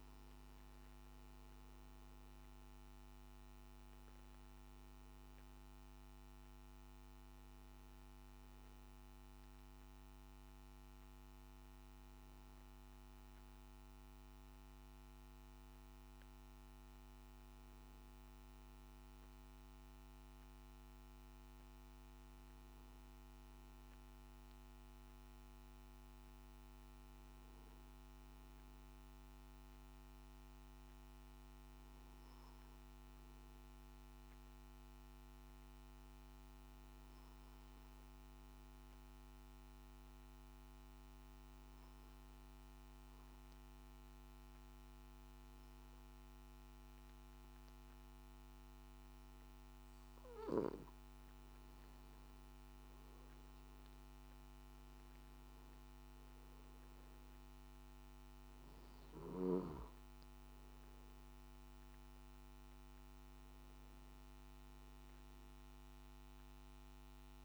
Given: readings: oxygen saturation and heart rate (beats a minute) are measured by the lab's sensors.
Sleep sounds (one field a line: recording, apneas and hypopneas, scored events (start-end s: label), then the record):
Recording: breathing in sleep, hard to hear, by a microphone on the trachea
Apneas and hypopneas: 1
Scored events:
0.00-28.00 s: oxygen desaturation (device-marked, oxygen 90% lowest, heart rate 50 extreme)
11.00-67.45 s: new sleep stage, N1 (lightest sleep)
34.00-49.00 s: obstructive apnea (oxygen 98% before, 92% lowest, heart rate 51 before, 50 extreme, up 8 after)
52.00-66.00 s: oxygen desaturation (device-marked, oxygen 97% before, 92% lowest, heart rate 53 before, 50 extreme)
From the record:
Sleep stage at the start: N2 (light sleep)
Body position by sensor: on the back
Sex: male